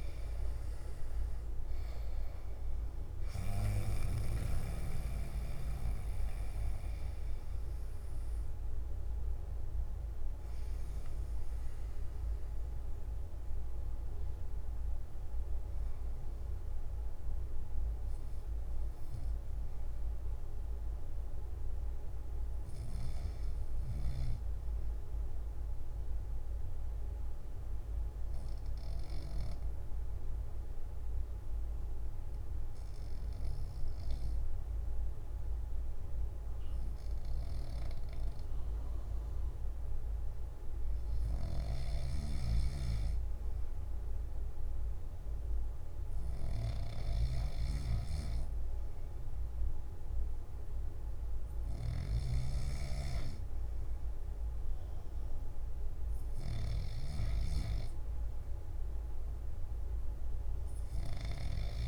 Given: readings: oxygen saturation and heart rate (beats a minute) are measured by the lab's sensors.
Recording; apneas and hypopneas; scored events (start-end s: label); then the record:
breathing in sleep by a room microphone; 1
0.00-22.50 s: oxygen desaturation (device-marked, oxygen 83% lowest, heart rate 46 extreme)
25.50-41.50 s: obstructive apnea (oxygen 99% before, 87% lowest, heart rate 63 before, 52 extreme)
41.50-61.88 s: oxygen desaturation (device-marked, oxygen 98% before, 88% lowest, heart rate 58 before, 52 extreme)
From the record:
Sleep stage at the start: N2 (light sleep); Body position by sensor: on the back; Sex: male